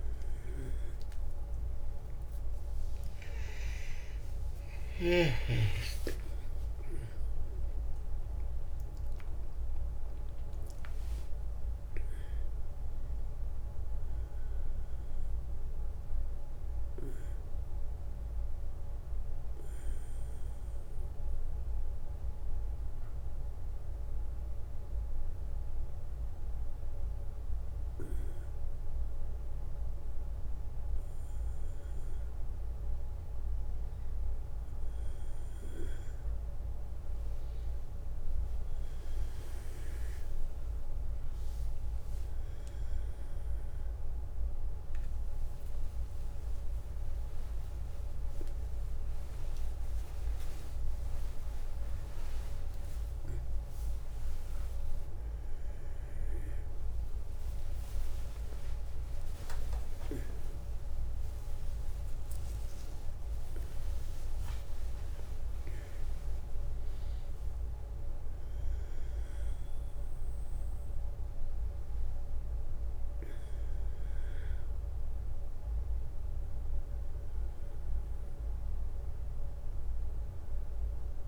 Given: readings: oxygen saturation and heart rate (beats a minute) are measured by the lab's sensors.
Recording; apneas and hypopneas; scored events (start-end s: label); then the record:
a person awake in a sleep study, hard to hear, by a room microphone; none
0.00-3.00 s: oxygen desaturation (device-marked, oxygen 93% lowest, heart rate 58 extreme)
41.00-53.00 s: oxygen desaturation (device-marked, oxygen 98% before, 94% lowest, heart rate 62 before, 67 extreme)
From the record:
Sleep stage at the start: awake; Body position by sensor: on the back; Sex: male